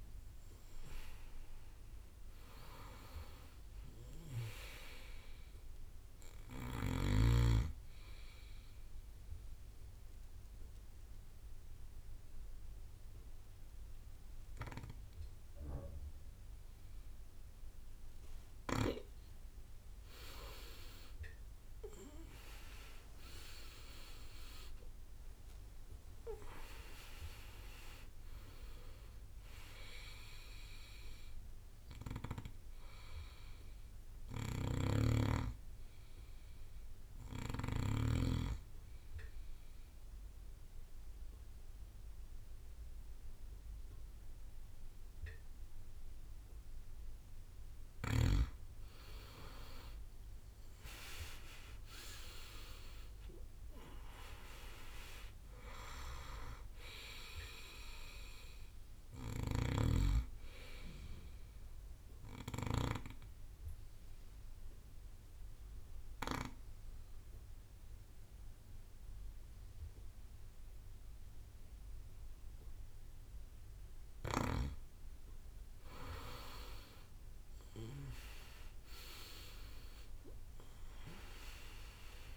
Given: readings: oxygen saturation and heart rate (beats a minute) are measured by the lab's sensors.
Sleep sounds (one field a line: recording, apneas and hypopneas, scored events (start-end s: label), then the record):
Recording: breathing in sleep by a room microphone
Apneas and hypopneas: 3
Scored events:
0.00-3.50 s: arousal
8.50-18.50 s: obstructive apnea (oxygen 97% before, 94% lowest)
20.00-24.00 s: arousal
27.00-40.00 s: oxygen desaturation (device-marked, oxygen 97% before, 94% lowest)
35.00-38.50 s: snoring (device-marked)
39.00-49.00 s: obstructive apnea (oxygen 97% before, 94% lowest)
50.50-55.50 s: arousal
51.00-53.00 s: long interval between heartbeats (device-marked)
58.00-74.00 s: bradycardia (device-marked)
62.00-74.50 s: obstructive apnea (oxygen 98% before, 93% lowest)
76.50-81.50 s: arousal
From the record:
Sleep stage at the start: N2 (light sleep)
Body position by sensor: on the right side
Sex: male